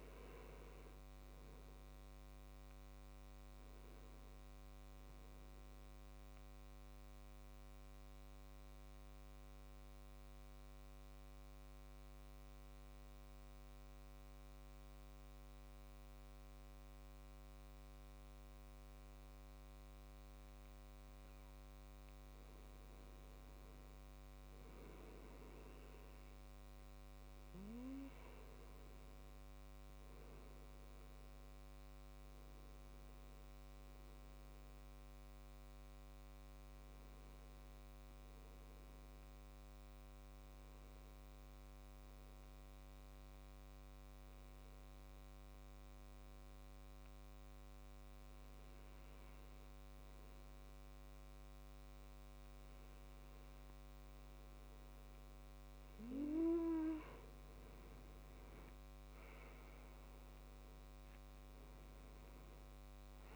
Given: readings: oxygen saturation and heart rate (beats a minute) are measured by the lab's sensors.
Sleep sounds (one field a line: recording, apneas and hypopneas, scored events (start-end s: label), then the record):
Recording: breathing in sleep, hard to hear, by a microphone on the trachea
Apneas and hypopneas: 2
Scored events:
0.00-17.00 s: oxygen desaturation (device-marked, oxygen 93% lowest, heart rate 62 extreme)
6.50-22.00 s: obstructive apnea (oxygen 97% before, 93% lowest, heart rate 68 before, 63 extreme, up 6 after)
23.50-27.00 s: arousal
41.00-55.00 s: obstructive apnea (oxygen 97% before, 93% lowest, heart rate 67 before, 65 extreme, up 8 after)
58.00-62.50 s: arousal
From the record:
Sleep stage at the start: N2 (light sleep)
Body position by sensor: on the left side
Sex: male